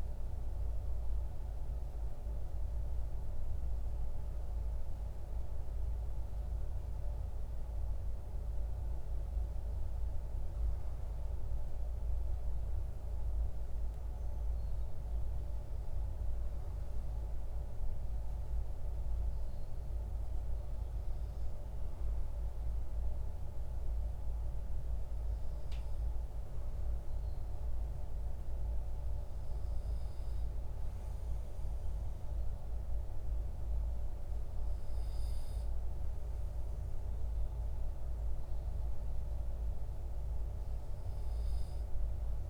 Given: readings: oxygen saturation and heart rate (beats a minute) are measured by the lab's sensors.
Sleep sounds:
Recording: breathing in sleep, hard to hear, by a room microphone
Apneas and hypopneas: none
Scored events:
none scored
From the record:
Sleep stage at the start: N2 (light sleep)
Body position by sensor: on the back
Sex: male

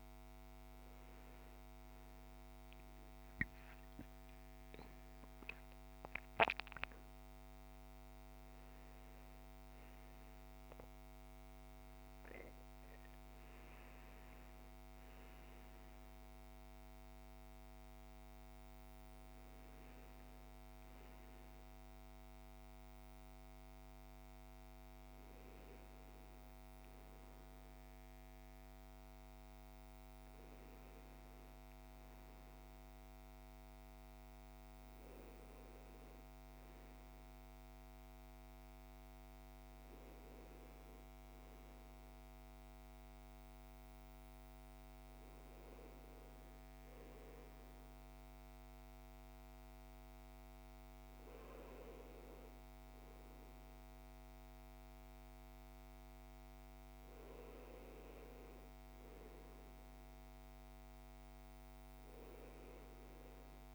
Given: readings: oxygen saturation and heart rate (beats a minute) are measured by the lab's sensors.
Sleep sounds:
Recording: breathing in sleep, hard to hear, by a microphone on the trachea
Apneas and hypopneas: none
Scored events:
18.50-30.50 s: oxygen desaturation (device-marked, oxygen 98% before, 94% lowest, heart rate 68 before, 61 extreme)
From the record:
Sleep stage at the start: N1 (lightest sleep)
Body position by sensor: on the back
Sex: male

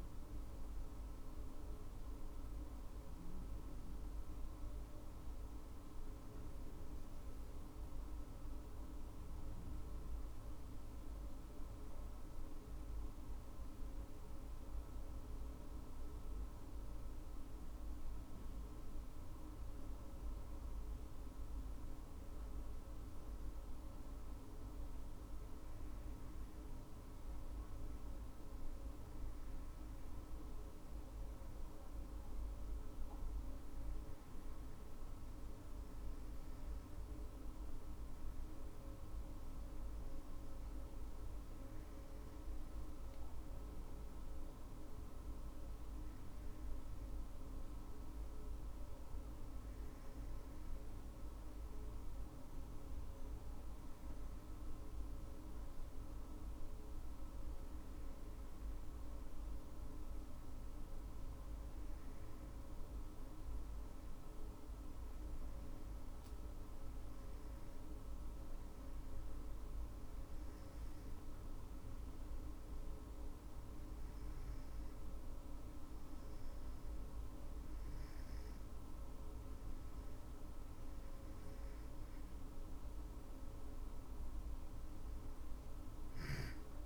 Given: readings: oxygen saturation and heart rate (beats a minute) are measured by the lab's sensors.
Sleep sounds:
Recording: breathing in sleep, hard to hear, by a room microphone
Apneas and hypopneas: 1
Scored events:
7.50-86.86 s: new sleep stage, N2 (light sleep)
52.00-57.00 s: arousal
61.50-78.50 s: hypopnea (oxygen 98% before, 96% lowest, heart rate 58 before, 56 extreme, up 5 after)
82.00-86.86 s: arousal
From the record:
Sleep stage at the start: N1 (lightest sleep)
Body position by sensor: on the back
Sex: female

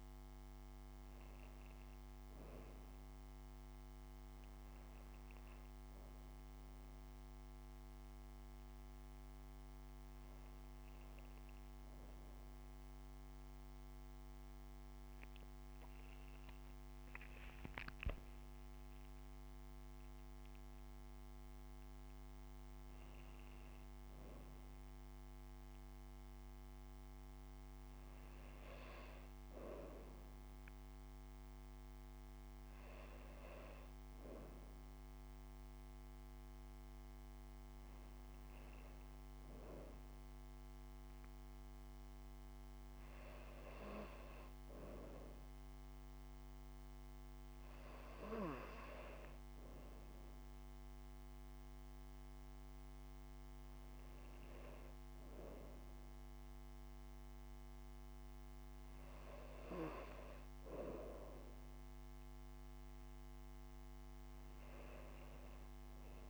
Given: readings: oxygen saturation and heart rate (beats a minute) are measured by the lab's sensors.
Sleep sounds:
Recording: breathing in sleep by a microphone on the trachea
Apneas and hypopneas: none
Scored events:
none scored
From the record:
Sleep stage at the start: N2 (light sleep)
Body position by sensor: on the right side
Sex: female

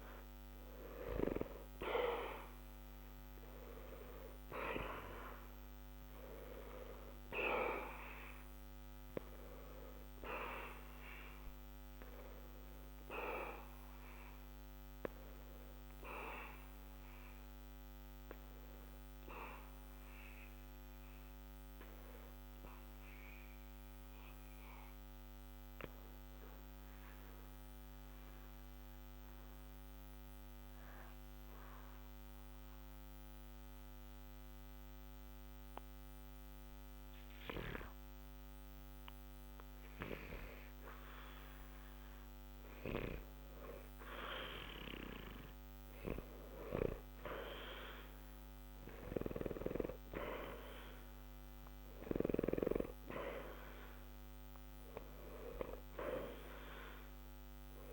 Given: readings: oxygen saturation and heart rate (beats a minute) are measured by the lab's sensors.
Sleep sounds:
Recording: breathing in sleep by a microphone on the trachea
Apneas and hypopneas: 1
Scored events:
7.50-36.50 s: oxygen desaturation (device-marked, oxygen 93% before, 87% lowest, heart rate 60 before, 60 extreme)
22.00-40.50 s: obstructive apnea (oxygen 94% before, 87% lowest, heart rate 60 before, 60 extreme, up 2 after)
43.00-47.50 s: arousal
54.50-57.93 s: oxygen desaturation (device-marked, oxygen 94% before, 89% lowest, heart rate 61 before, 60 extreme)
From the record:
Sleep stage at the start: N2 (light sleep)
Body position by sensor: on the back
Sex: male

